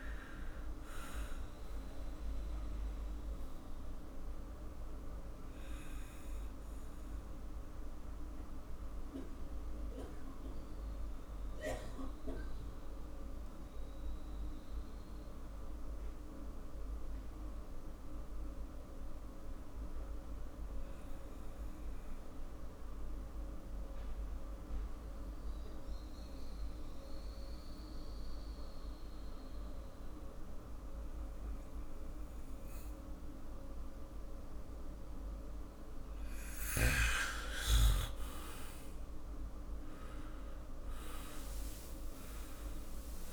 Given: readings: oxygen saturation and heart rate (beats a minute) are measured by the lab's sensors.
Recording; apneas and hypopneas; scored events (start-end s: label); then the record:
breathing in sleep, hard to hear, by a room microphone; 1
2.00-36.00 s: mixed apnea (oxygen 99% before, 94% lowest, heart rate 55 before, 46 extreme, up 3 after)
13.00-25.00 s: oxygen desaturation (device-marked, oxygen 98% before, 94% lowest, heart rate 57 before, 46 extreme)
36.50-38.50 s: long interval between heartbeats (device-marked, heart rate 51 before, 52 extreme)
38.00-42.00 s: arousal
From the record:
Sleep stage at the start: N2 (light sleep); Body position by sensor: on the back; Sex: male